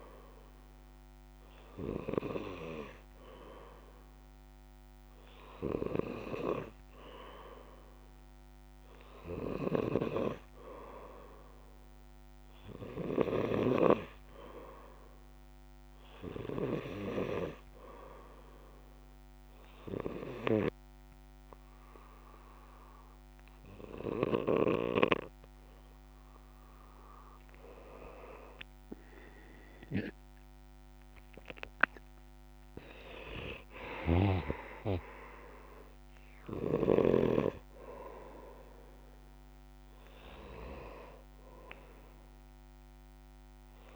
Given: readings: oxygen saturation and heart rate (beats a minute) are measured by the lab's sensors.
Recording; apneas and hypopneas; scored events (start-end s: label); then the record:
breathing in sleep by a microphone on the trachea; 1
15.50-27.00 s: hypopnea (oxygen 96% before, 93% lowest, heart rate 65 before, 62 extreme, up 7 after)
29.00-32.00 s: arousal
From the record:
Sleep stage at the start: N2 (light sleep); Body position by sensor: on the back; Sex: male